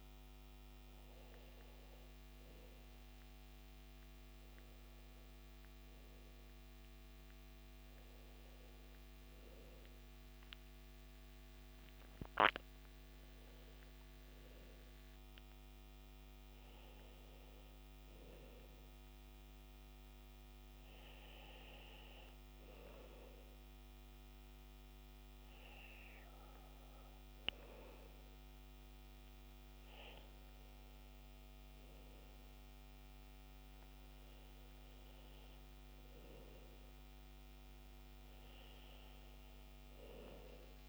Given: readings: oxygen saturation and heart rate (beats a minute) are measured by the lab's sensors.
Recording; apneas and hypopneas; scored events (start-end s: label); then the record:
breathing in sleep, hard to hear, by a microphone on the trachea; none
27.50-40.89 s: new sleep stage, N2 (light sleep)
From the record:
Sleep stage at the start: N1 (lightest sleep); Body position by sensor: on the back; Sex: male